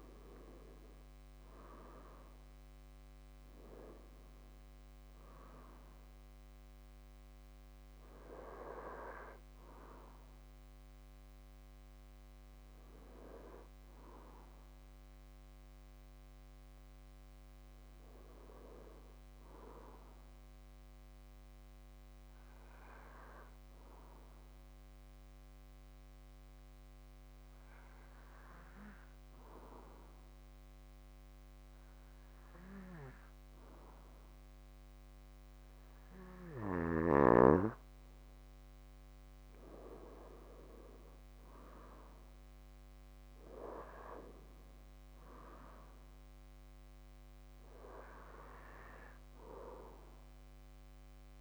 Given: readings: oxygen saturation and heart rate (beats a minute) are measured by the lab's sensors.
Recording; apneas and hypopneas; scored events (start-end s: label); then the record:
breathing in sleep by a microphone on the trachea; 1
1.50-23.50 s: oxygen desaturation (device-marked, oxygen 96% before, 92% lowest, heart rate 58 before, 53 extreme)
24.50-37.50 s: obstructive apnea (oxygen 96% before, 92% lowest, heart rate 56 before, 52 extreme, up 3 after)
40.00-44.00 s: arousal
40.50-51.41 s: oxygen desaturation (device-marked, oxygen 96% before, 92% lowest, heart rate 63 before, 52 extreme)
From the record:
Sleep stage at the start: N2 (light sleep); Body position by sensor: on the back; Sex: male